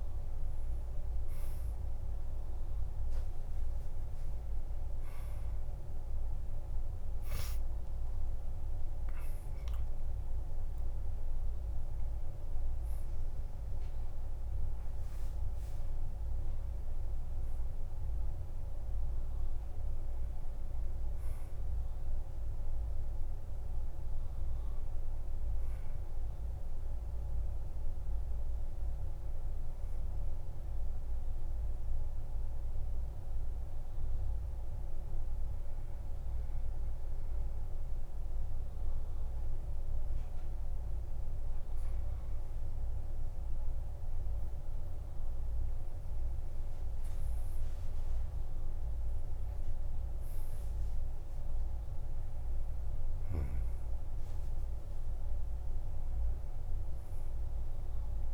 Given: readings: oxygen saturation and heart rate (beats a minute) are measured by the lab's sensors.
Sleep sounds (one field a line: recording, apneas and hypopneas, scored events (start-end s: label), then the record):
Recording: a person partly awake in a sleep study, hard to hear, by a room microphone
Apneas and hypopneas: 1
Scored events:
0.00-14.50 s: oxygen desaturation (device-marked, oxygen 95% lowest, heart rate 52 extreme)
24.50-54.50 s: new sleep stage, N1 (lightest sleep)
30.50-42.00 s: mixed apnea (oxygen 98% before, 94% lowest, heart rate 56 before, 50 extreme, up 12 after)
44.00-47.50 s: arousal
46.50-58.34 s: oxygen desaturation (device-marked, oxygen 98% before, 94% lowest, heart rate 53 before, 50 extreme)
54.50-58.34 s: new sleep stage, N2 (light sleep)
From the record:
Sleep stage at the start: awake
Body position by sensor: on the back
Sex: male